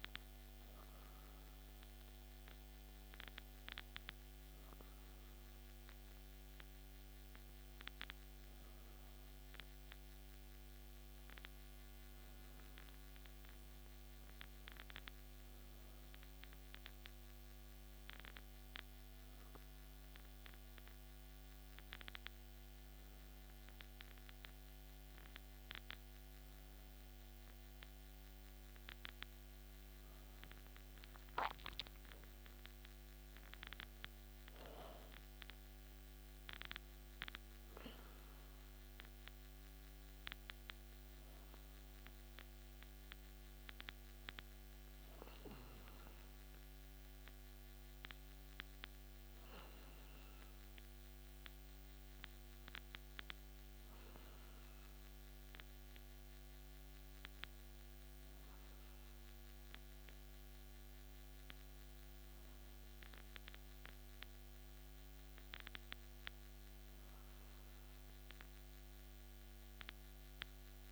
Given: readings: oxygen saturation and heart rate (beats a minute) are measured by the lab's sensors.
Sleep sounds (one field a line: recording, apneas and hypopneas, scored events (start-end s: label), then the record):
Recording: breathing in sleep by a microphone on the trachea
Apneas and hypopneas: none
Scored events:
0.00-2.00 s: arousal
From the record:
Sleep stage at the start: N2 (light sleep)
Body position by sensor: on the back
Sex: male